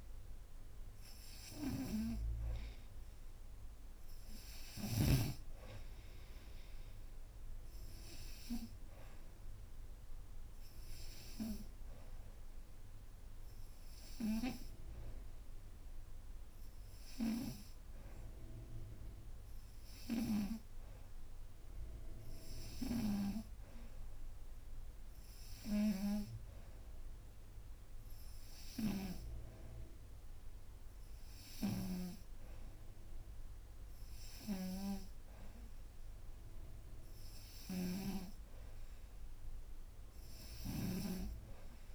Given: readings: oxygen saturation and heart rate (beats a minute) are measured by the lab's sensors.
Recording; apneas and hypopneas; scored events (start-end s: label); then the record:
breathing in sleep by a room microphone; none
31.50-41.95 s: snoring (device-marked)
From the record:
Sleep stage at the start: N2 (light sleep); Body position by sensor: upright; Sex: female